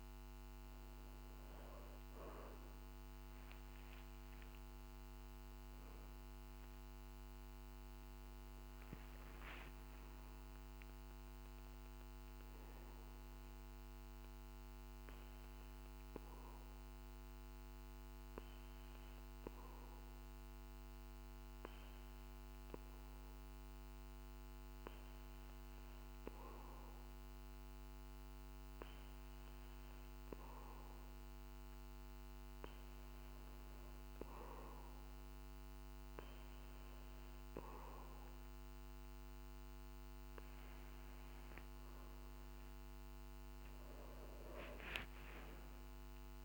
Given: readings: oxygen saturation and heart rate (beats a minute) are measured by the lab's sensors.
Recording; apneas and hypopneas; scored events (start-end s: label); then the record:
breathing in sleep by a microphone on the trachea; 1
3.50-8.50 s: arousal
13.50-40.00 s: hypopnea (oxygen 98% before, 94% lowest, heart rate 51 before, 49 extreme, up 4 after)
41.50-46.45 s: arousal
From the record:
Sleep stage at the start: N2 (light sleep); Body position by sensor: on the back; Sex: male